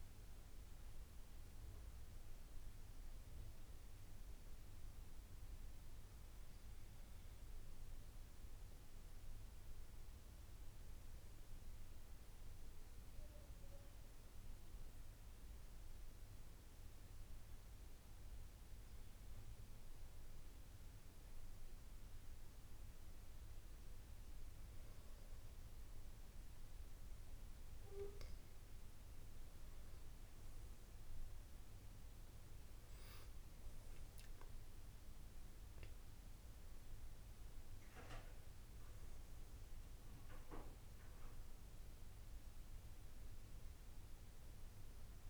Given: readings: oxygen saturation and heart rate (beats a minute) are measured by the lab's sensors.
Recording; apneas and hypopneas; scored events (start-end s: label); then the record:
breathing in sleep, hard to hear, by a room microphone; 1
0.00-14.50 s: oxygen desaturation (device-marked, oxygen 89% lowest, heart rate 76 extreme)
4.00-18.50 s: hypopnea (oxygen 94% before, 89% lowest, heart rate 81 before, 76 extreme, up 5 after)
20.50-23.50 s: arousal
33.50-38.00 s: arousal
From the record:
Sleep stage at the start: N2 (light sleep); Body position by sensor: on the back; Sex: male